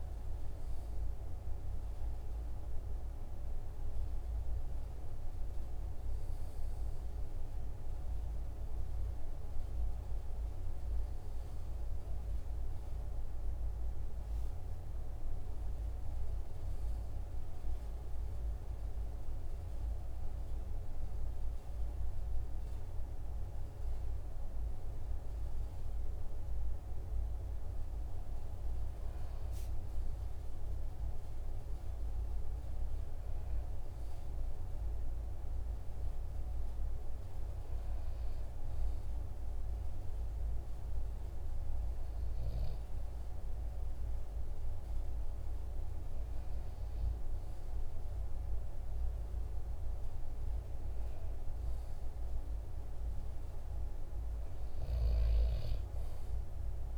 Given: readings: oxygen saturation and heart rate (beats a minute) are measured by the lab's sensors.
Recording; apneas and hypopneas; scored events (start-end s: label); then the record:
breathing in sleep, hard to hear, by a room microphone; none
31.50-56.98 s: new sleep stage, N2 (light sleep)
From the record:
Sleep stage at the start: N1 (lightest sleep); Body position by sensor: on the back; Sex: male